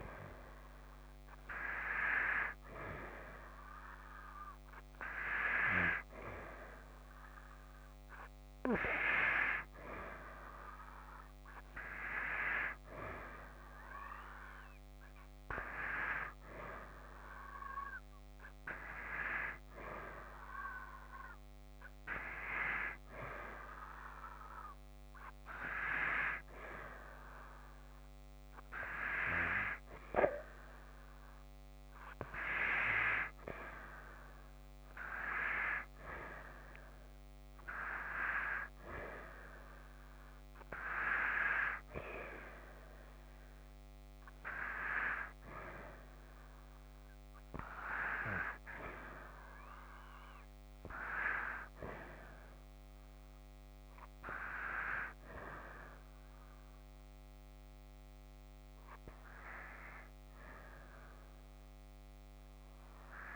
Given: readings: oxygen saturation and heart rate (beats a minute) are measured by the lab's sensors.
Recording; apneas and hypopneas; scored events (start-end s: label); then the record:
breathing in sleep by a microphone on the trachea; none
none scored
From the record:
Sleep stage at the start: N2 (light sleep); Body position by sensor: on the back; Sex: female